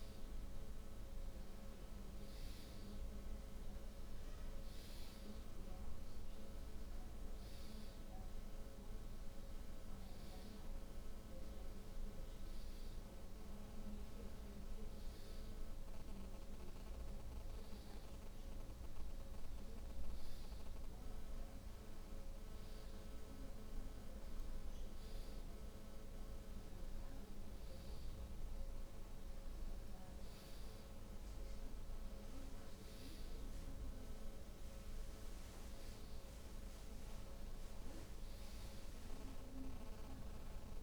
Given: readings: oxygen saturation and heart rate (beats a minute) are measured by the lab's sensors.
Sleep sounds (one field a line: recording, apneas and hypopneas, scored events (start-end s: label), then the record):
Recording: breathing in sleep, hard to hear, by a room microphone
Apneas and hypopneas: none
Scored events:
none scored
From the record:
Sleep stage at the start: N2 (light sleep)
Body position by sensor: on the back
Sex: female